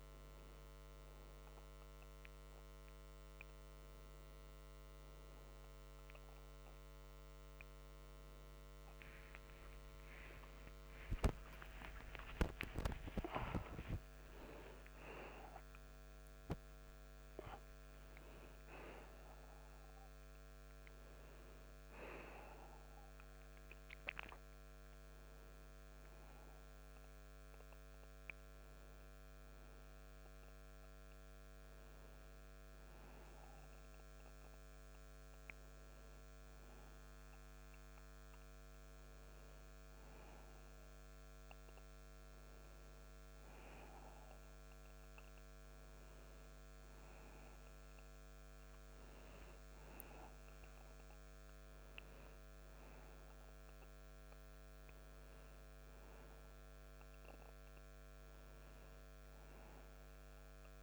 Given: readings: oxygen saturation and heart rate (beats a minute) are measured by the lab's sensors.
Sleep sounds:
breathing in sleep by a microphone on the trachea; none
9.50-15.50 s: arousal
59.50-60.83 s: new sleep stage, N2 (light sleep)
From the record:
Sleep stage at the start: N1 (lightest sleep); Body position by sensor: on the back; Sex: male

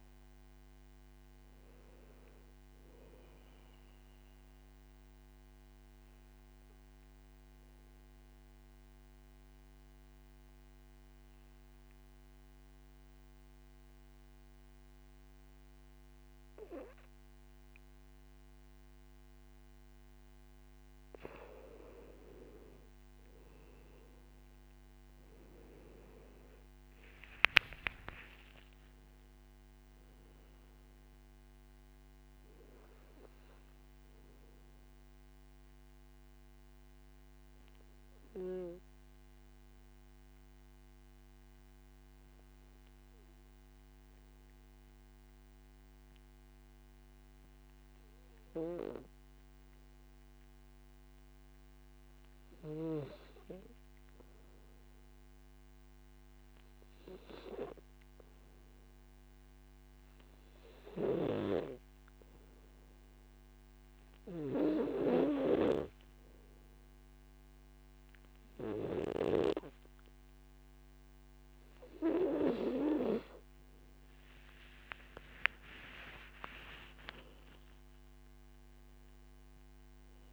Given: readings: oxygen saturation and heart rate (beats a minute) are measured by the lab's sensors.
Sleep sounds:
breathing in sleep by a microphone on the trachea; 2
0.00-3.50 s: oxygen desaturation (device-marked, oxygen 93% lowest, heart rate 53 extreme)
6.50-21.00 s: mixed apnea (oxygen 99% before, 93% lowest, heart rate 60 before, 46 extreme, up 9 after)
26.00-30.00 s: arousal
27.50-41.50 s: oxygen desaturation (device-marked, oxygen 99% before, 93% lowest, heart rate 55 before, 46 extreme)
36.00-72.00 s: obstructive apnea (oxygen 99% before, 92% lowest, heart rate 56 before, 50 extreme, up 11 after)
62.50-78.50 s: oxygen desaturation (device-marked, oxygen 98% before, 93% lowest, heart rate 54 before, 52 extreme)
74.50-78.00 s: arousal
From the record:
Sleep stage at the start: N2 (light sleep); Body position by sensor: on the back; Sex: male

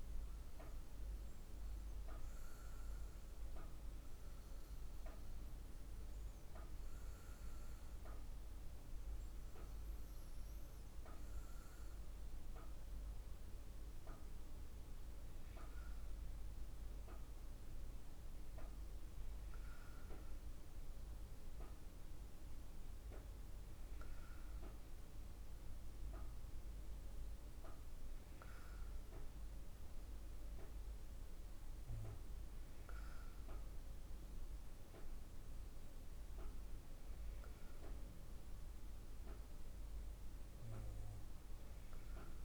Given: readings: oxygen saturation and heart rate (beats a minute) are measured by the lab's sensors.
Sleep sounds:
breathing in sleep, hard to hear, by a room microphone; none
none scored
From the record:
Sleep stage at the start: N2 (light sleep); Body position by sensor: on the back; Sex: female

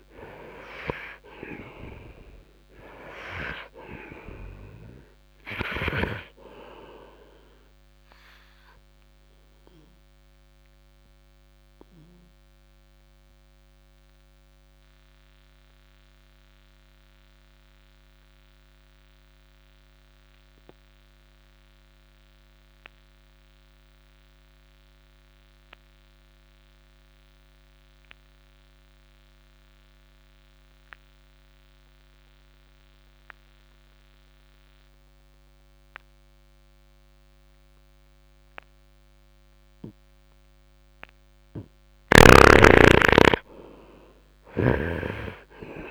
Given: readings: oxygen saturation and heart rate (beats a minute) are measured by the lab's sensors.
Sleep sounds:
breathing in sleep by a microphone on the trachea; 1
0.00-1.50 s: arousal
0.00-26.00 s: oxygen desaturation (device-marked, oxygen 73% lowest, heart rate 51 extreme)
9.00-40.50 s: obstructive apnea (oxygen 97% before, 72% lowest, heart rate 56 before, 51 extreme, up 7 after)
37.00-45.91 s: oxygen desaturation (device-marked, oxygen 98% before, 72% lowest, heart rate 66 before, 52 extreme)
42.50-45.91 s: arousal
From the record:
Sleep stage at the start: N2 (light sleep); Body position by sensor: on the right side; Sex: male

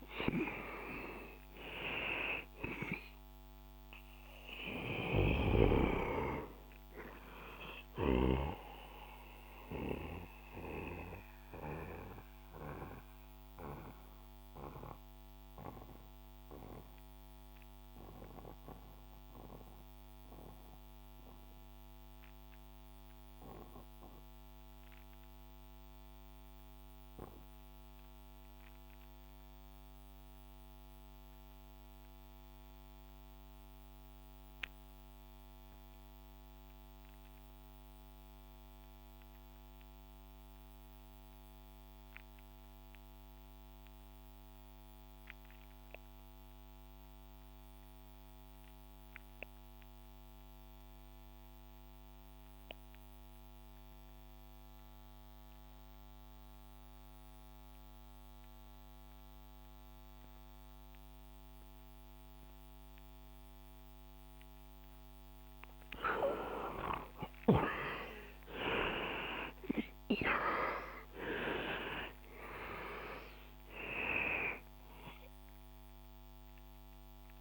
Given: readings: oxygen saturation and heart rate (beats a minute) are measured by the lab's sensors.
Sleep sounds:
breathing in sleep by a microphone on the trachea; 1
0.00-12.00 s: oxygen desaturation (device-marked, oxygen 81% lowest, heart rate 53 extreme)
8.50-64.50 s: mixed apnea (oxygen 94% before, 76% lowest, heart rate 68 before, 55 extreme, up 27 after)
14.00-29.00 s: oxygen desaturation (device-marked, oxygen 85% before, 76% lowest, heart rate 72 before, 55 extreme)
53.00-77.41 s: oxygen desaturation (device-marked, oxygen 95% before, 76% lowest, heart rate 58 before, 58 extreme)
66.50-71.50 s: arousal
From the record:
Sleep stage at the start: REM sleep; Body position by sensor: on the back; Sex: male

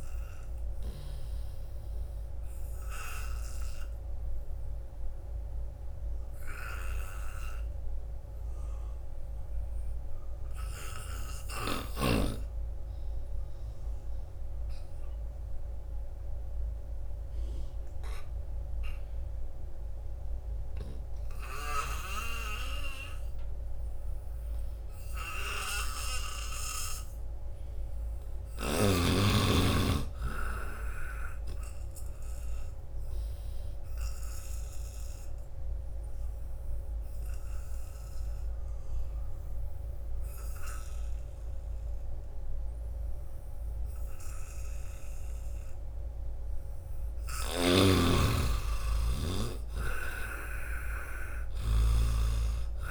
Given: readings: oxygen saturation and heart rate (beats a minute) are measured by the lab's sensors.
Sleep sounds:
breathing in sleep by a room microphone; 2
0.00-1.00 s: snoring (device-marked)
0.00-15.50 s: oxygen desaturation (device-marked, oxygen 79% lowest, heart rate 69 extreme)
3.00-27.00 s: obstructive apnea (oxygen 93% before, 79% lowest, heart rate 78 before, 69 extreme, up 5 after)
29.00-31.50 s: arousal
33.00-45.50 s: obstructive apnea (oxygen 97% before, 77% lowest, heart rate 79 before, 69 extreme, up 0 after)
34.50-52.91 s: oxygen desaturation (device-marked, oxygen 93% before, 83% lowest, heart rate 78 before, 69 extreme)
47.50-52.00 s: snoring (device-marked)
48.50-52.00 s: arousal
From the record:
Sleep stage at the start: N2 (light sleep); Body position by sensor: on the back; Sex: male

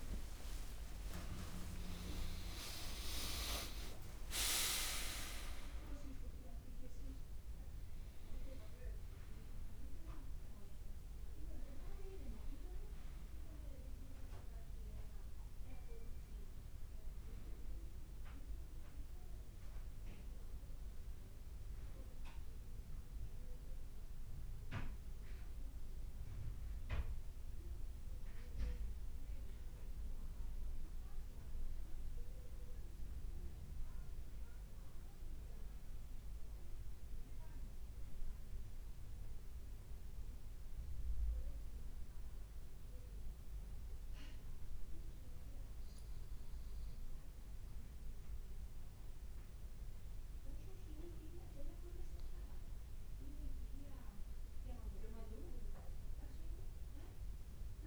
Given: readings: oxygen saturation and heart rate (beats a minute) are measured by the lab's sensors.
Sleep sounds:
breathing in sleep by a room microphone; none
0.00-2.00 s: tachycardia (device-marked, heart rate 56 before, 90 extreme)
0.00-2.50 s: arousal
0.00-8.00 s: leg movement (device-marked)
0.50-2.50 s: long interval between heartbeats (device-marked, heart rate 55 before, 87 extreme)
2.50-4.50 s: long interval between heartbeats (device-marked, heart rate 58 before, 98 extreme)
3.00-57.87 s: new sleep stage, N1 (lightest sleep)
From the record:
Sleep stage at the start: N2 (light sleep); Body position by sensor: on the right side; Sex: male

